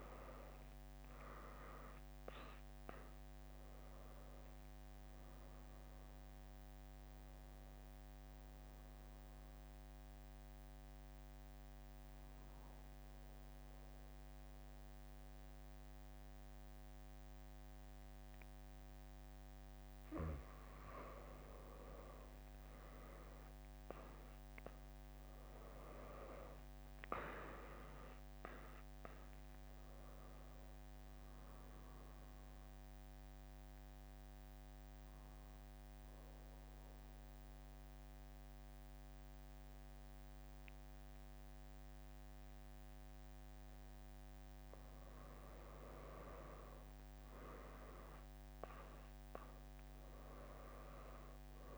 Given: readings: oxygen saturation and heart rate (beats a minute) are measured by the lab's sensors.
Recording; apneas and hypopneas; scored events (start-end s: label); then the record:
breathing in sleep by a microphone on the trachea; 2
0.00-2.00 s: arousal
6.00-17.00 s: drop in pulse transit time (device-marked, heart rate 74 before, 82 extreme)
9.50-21.00 s: mixed apnea (oxygen 100% before, 97% lowest, heart rate 74 before, 63 extreme)
24.50-28.50 s: arousal
30.00-43.00 s: drop in pulse transit time (device-marked, heart rate 75 before, 75 extreme)
33.50-45.00 s: obstructive apnea (oxygen 100% before, 96% lowest, heart rate 74 before, 61 extreme)
47.00-51.00 s: arousal
From the record:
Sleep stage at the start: N2 (light sleep); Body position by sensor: on the back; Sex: female